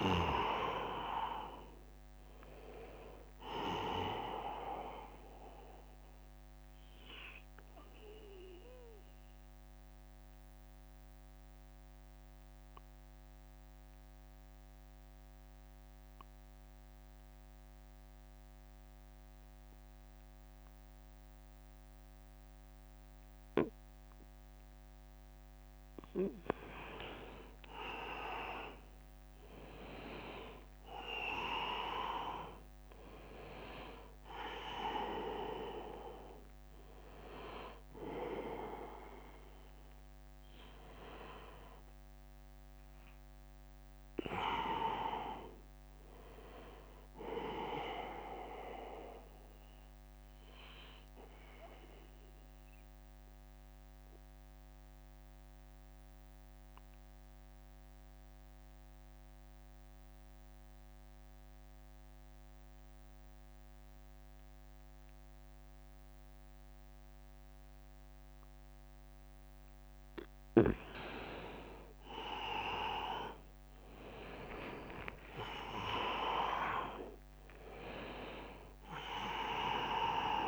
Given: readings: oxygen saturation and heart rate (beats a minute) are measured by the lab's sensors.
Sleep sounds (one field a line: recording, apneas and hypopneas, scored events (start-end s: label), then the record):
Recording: breathing in sleep by a microphone on the trachea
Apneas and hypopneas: 2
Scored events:
0.00-4.00 s: drop in pulse transit time (device-marked, heart rate 80 extreme)
0.00-16.00 s: oxygen desaturation (device-marked, oxygen 86% lowest, heart rate 73 extreme)
6.00-25.50 s: obstructive apnea (oxygen 98% before, 86% lowest, heart rate 83 before, 71 extreme, up 14 after)
28.00-31.50 s: arousal
33.00-51.00 s: oxygen desaturation (device-marked, oxygen 100% before, 91% lowest, heart rate 81 before, 66 extreme)
51.50-69.50 s: mixed apnea (oxygen 100% before, 89% lowest, heart rate 79 before, 66 extreme, up 5 after)
72.50-78.00 s: arousal
73.00-80.48 s: oxygen desaturation (device-marked, oxygen 100% before, 89% lowest, heart rate 76 before, 73 extreme)
76.00-80.48 s: drop in pulse transit time (device-marked, heart rate 76 before, 74 extreme)
From the record:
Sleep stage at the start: N2 (light sleep)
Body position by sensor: on the back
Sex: male